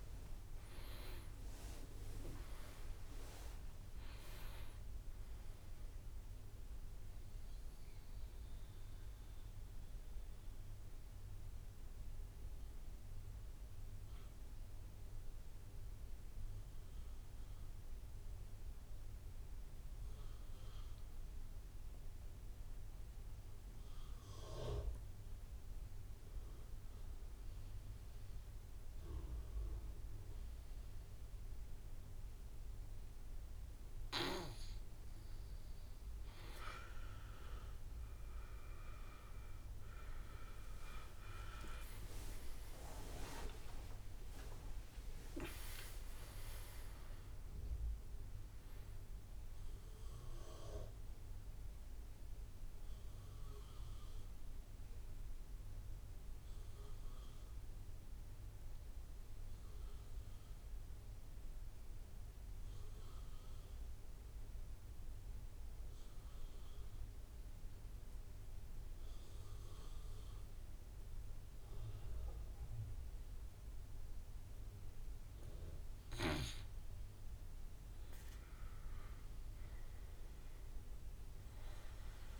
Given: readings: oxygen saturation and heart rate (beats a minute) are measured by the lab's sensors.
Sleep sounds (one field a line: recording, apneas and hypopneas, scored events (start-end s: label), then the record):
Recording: breathing in sleep by a room microphone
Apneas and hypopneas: 2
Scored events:
0.00-1.00 s: arousal
0.00-11.00 s: oxygen desaturation (device-marked, oxygen 86% lowest, heart rate 47 extreme)
0.00-12.00 s: drop in pulse transit time (device-marked, heart rate 66 before, 55 extreme)
7.00-34.00 s: mixed apnea (oxygen 90% before, 83% lowest, heart rate 70 before, 47 extreme, up 22 after)
30.00-68.00 s: oxygen desaturation (device-marked, oxygen 100% before, 83% lowest, heart rate 50 before, 45 extreme)
39.50-43.50 s: arousal
40.00-56.00 s: drop in pulse transit time (device-marked, heart rate 51 before, 60 extreme)
57.00-75.50 s: mixed apnea (oxygen 99% before, 85% lowest, heart rate 66 before, 45 extreme, up 13 after)
77.50-81.00 s: arousal
80.00-82.40 s: oxygen desaturation (device-marked, oxygen 100% before, 89% lowest, heart rate 49 before, 51 extreme)
From the record:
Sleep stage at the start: N2 (light sleep)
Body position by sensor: on the back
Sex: male